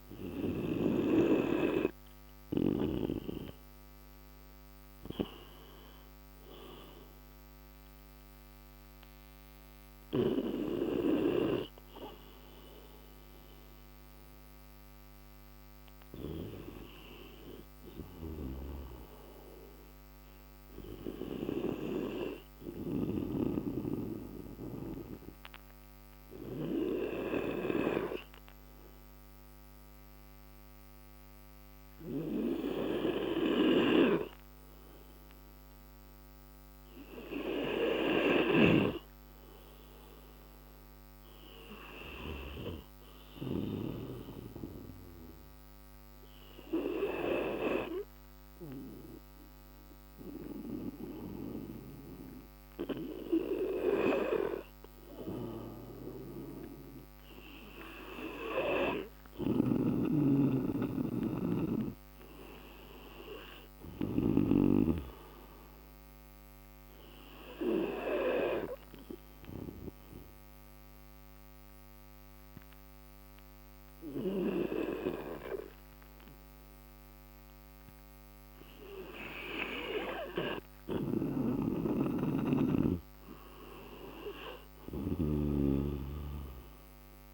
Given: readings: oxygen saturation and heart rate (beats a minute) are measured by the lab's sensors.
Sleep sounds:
breathing in sleep by a microphone on the trachea; 3
0.00-1.00 s: arousal
1.50-15.50 s: oxygen desaturation (device-marked, oxygen 97% before, 93% lowest)
17.00-20.50 s: arousal
23.50-34.50 s: obstructive apnea (oxygen 97% before, 91% lowest)
38.50-55.50 s: oxygen desaturation (device-marked, oxygen 96% before, 92% lowest)
40.00-43.50 s: arousal
46.00-58.50 s: obstructive apnea (oxygen 97% before, 91% lowest)
60.00-65.00 s: snoring (device-marked)
63.50-67.00 s: arousal
65.50-79.50 s: oxygen desaturation (device-marked, oxygen 95% before, 92% lowest)
68.00-80.50 s: mixed apnea (oxygen 95% before, 91% lowest)
84.00-87.00 s: arousal
85.50-87.34 s: oxygen desaturation (device-marked, oxygen 96% before, 91% lowest)
From the record:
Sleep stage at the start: N2 (light sleep); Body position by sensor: on the right side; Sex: male

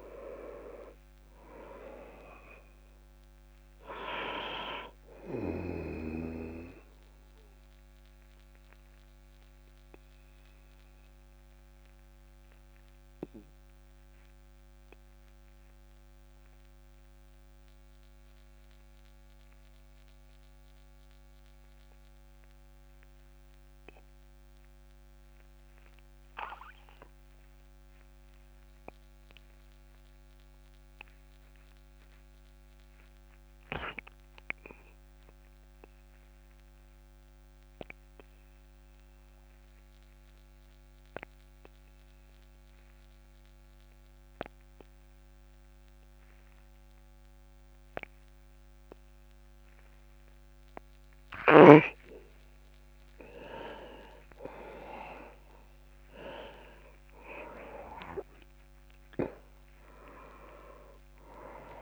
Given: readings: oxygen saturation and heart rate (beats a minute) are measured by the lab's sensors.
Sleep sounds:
breathing in sleep by a microphone on the trachea; 1
0.00-25.00 s: oxygen desaturation (device-marked, oxygen 82% lowest, heart rate 26 extreme)
7.50-51.50 s: obstructive apnea (oxygen 98% before, 82% lowest)
42.00-61.82 s: oxygen desaturation (device-marked, oxygen 99% before, 84% lowest)
54.00-58.50 s: arousal
From the record:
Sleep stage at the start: N2 (light sleep); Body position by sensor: on the back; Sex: male

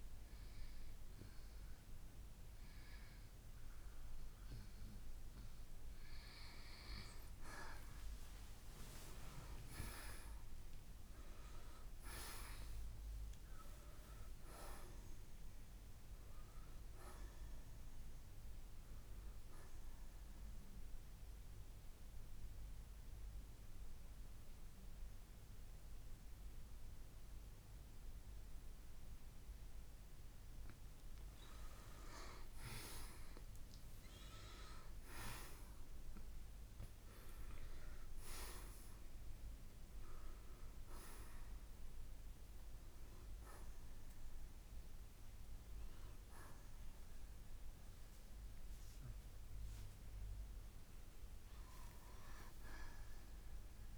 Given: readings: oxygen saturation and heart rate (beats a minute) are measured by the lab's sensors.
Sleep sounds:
breathing in sleep by a room microphone; 1
9.00-13.50 s: arousal
15.50-35.50 s: oxygen desaturation (device-marked, oxygen 91% before, 86% lowest, heart rate 63 before, 55 extreme)
19.50-31.00 s: mixed apnea (oxygen 94% before, 85% lowest, heart rate 64 before, 55 extreme, up 5 after)
33.50-40.50 s: arousal
47.50-53.98 s: oxygen desaturation (device-marked, oxygen 93% before, 85% lowest, heart rate 63 before, 50 extreme)
From the record:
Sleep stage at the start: N2 (light sleep); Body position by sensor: on the right side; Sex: male

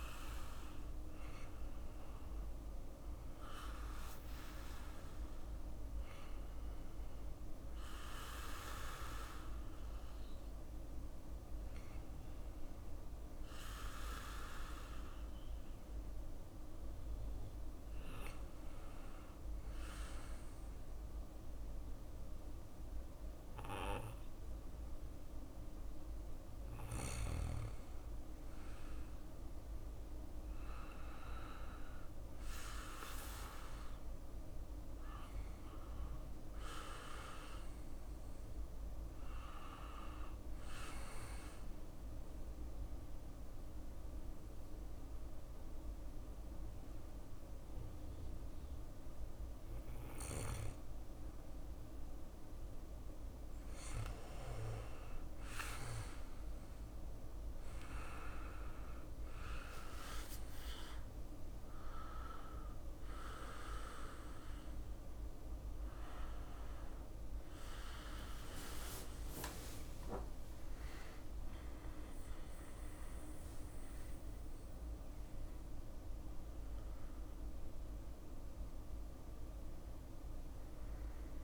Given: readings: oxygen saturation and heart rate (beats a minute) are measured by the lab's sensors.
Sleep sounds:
breathing in sleep by a room microphone; 2
18.00-28.00 s: obstructive apnea (oxygen 98% before, 95% lowest, heart rate 62 before, 59 extreme, up 3 after)
33.50-37.50 s: arousal
40.50-51.50 s: obstructive apnea (oxygen 98% before, 95% lowest, heart rate 61 before, 61 extreme, up 3 after)
56.00-59.50 s: arousal
68.50-80.50 s: drop in pulse transit time (device-marked, heart rate 63 before, 63 extreme)
69.00-73.50 s: arousal
From the record:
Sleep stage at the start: N1 (lightest sleep); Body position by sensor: on the back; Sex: male

